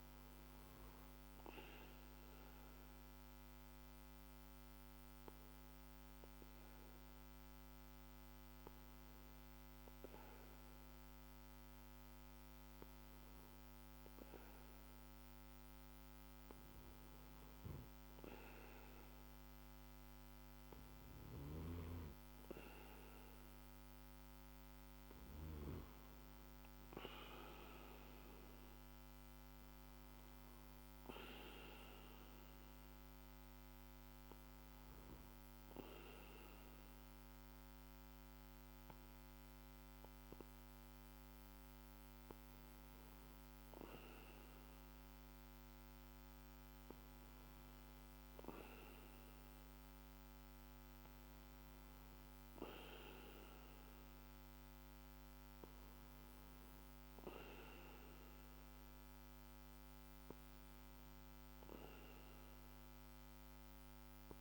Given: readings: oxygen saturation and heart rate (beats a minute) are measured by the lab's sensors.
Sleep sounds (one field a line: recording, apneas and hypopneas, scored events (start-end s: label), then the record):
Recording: breathing in sleep by a microphone on the trachea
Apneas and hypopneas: none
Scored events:
none scored
From the record:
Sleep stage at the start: N2 (light sleep)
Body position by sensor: on the back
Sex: male